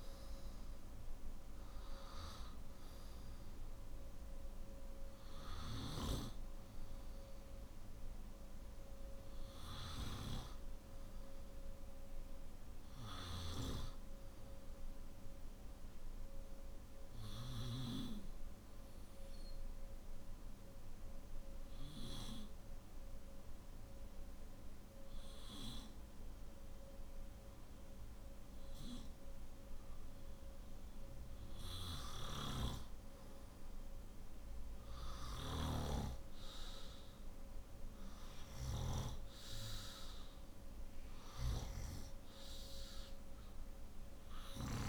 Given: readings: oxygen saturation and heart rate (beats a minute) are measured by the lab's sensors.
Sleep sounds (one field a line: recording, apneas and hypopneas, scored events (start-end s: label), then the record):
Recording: breathing in sleep by a room microphone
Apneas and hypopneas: 1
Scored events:
0.00-12.50 s: oxygen desaturation (device-marked, oxygen 94% lowest, heart rate 50 extreme)
13.50-30.50 s: obstructive apnea (oxygen 97% before, 93% lowest, heart rate 57 before, 50 extreme, up 9 after)
35.50-44.89 s: oxygen desaturation (device-marked, oxygen 97% before, 93% lowest, heart rate 53 before, 52 extreme)
From the record:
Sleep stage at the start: N2 (light sleep)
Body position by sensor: on the back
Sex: male